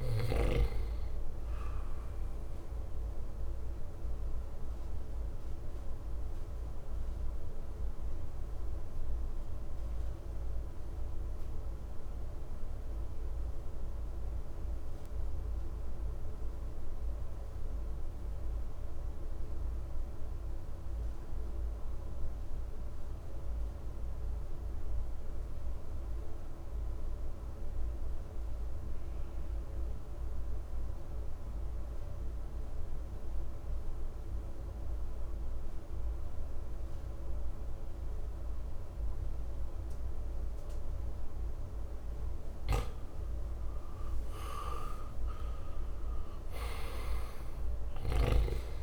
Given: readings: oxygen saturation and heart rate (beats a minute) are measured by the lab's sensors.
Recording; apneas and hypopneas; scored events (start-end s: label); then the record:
breathing in sleep, hard to hear, by a room microphone; 1
0.00-1.00 s: snoring (device-marked)
0.00-19.50 s: oxygen desaturation (device-marked, oxygen 89% lowest, heart rate 56 extreme)
2.00-42.50 s: mixed apnea (oxygen 98% before, 88% lowest, heart rate 62 before, 55 extreme, up 6 after)
31.50-48.83 s: oxygen desaturation (device-marked, oxygen 99% before, 88% lowest, heart rate 58 before, 55 extreme)
45.00-48.83 s: arousal
From the record:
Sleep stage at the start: N2 (light sleep); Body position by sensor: on the right side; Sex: male